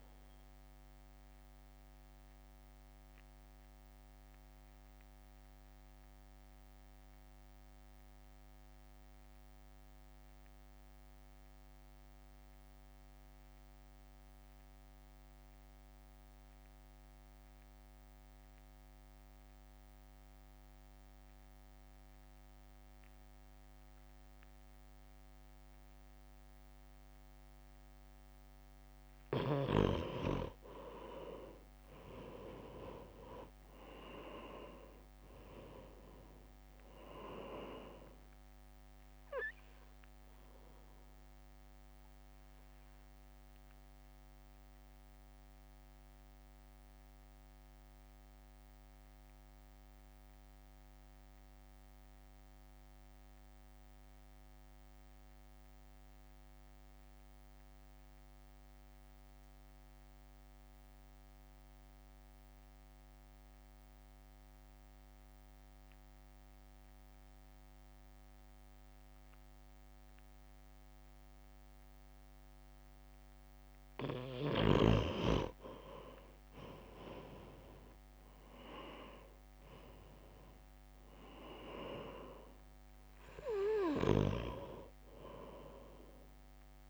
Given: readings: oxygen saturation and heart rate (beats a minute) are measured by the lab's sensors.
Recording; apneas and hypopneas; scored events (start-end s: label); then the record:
breathing in sleep by a microphone on the trachea; 2
0.00-8.50 s: drop in pulse transit time (device-marked, heart rate 53 extreme)
0.00-19.50 s: oxygen desaturation (device-marked, oxygen 86% lowest, heart rate 51 extreme)
0.50-28.50 s: mixed apnea (oxygen 98% before, 86% lowest, heart rate 60 before, 51 extreme, up 1 after)
31.50-35.00 s: arousal
33.50-60.50 s: oxygen desaturation (device-marked, oxygen 96% before, 88% lowest, heart rate 61 before, 51 extreme)
34.50-47.50 s: drop in pulse transit time (device-marked, heart rate 61 before, 51 extreme)
41.00-74.00 s: mixed apnea (oxygen 97% before, 86% lowest, heart rate 61 before, 53 extreme, up 3 after)
72.50-86.90 s: oxygen desaturation (device-marked, oxygen 97% before, 86% lowest, heart rate 63 before, 53 extreme)
76.50-79.50 s: arousal
80.50-86.90 s: drop in pulse transit time (device-marked, heart rate 63 before, 53 extreme)
From the record:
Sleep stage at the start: N2 (light sleep); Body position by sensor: on the right side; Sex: male